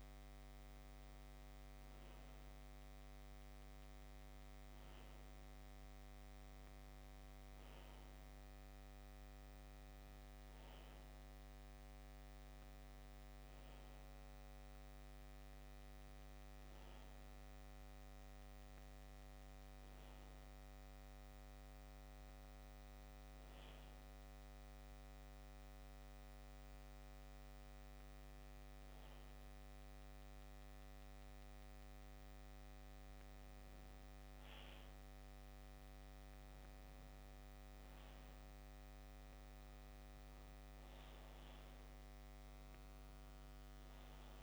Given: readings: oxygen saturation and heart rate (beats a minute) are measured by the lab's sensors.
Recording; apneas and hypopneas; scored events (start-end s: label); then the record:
breathing in sleep, hard to hear, by a microphone on the trachea; 1
22.00-35.00 s: hypopnea (oxygen 93% before, 92% lowest, heart rate 71 before, 66 extreme, up 3 after)
38.00-41.50 s: arousal
From the record:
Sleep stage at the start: N2 (light sleep); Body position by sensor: on the back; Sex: male